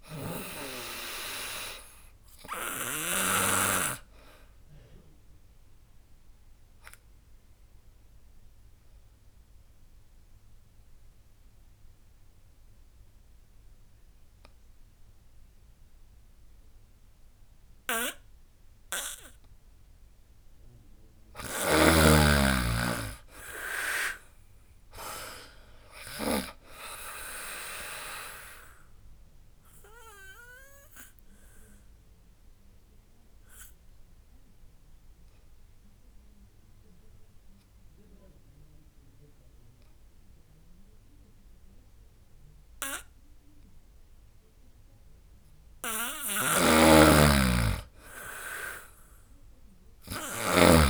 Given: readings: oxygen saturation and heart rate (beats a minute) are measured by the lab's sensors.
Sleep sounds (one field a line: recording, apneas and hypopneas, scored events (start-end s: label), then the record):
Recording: breathing in sleep by a room microphone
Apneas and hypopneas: 2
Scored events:
0.00-3.00 s: snoring (device-marked)
0.00-10.00 s: drop in pulse transit time (device-marked, heart rate 72 extreme)
0.00-19.00 s: oxygen desaturation (device-marked, oxygen 91% lowest, heart rate 65 extreme)
4.00-19.50 s: obstructive apnea (oxygen 98% before, 91% lowest, heart rate 76 before, 65 extreme, up 18 after)
20.50-24.50 s: arousal
23.00-34.00 s: drop in pulse transit time (device-marked, heart rate 75 before, 73 extreme)
28.50-44.50 s: obstructive apnea (oxygen 99% before, 93% lowest, heart rate 76 before, 65 extreme, up 18 after)
46.00-50.50 s: snoring (device-marked)
47.00-50.00 s: arousal
48.00-50.89 s: drop in pulse transit time (device-marked, heart rate 75 before, 76 extreme)
From the record:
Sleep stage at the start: N2 (light sleep)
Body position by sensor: on the back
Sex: female